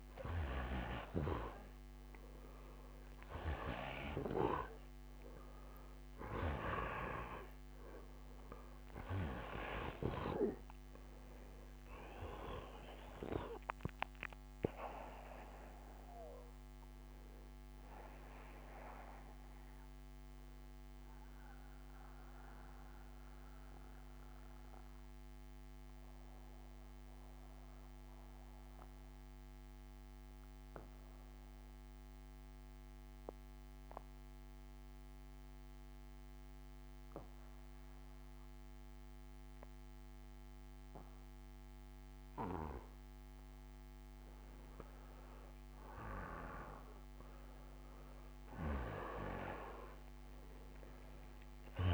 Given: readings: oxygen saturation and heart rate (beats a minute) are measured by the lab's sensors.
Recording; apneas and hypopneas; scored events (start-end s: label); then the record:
breathing in sleep by a microphone on the trachea; 1
0.00-1.50 s: arousal
0.00-22.00 s: oxygen desaturation (device-marked, oxygen 88% lowest, heart rate 62 extreme)
20.50-42.50 s: obstructive apnea (oxygen 94% before, 87% lowest, heart rate 67 before, 62 extreme, up 31 after)
43.00-51.94 s: oxygen desaturation (device-marked, oxygen 96% before, 87% lowest, heart rate 63 before, 61 extreme)
45.50-49.00 s: arousal
From the record:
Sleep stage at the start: N2 (light sleep); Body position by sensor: on the back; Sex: male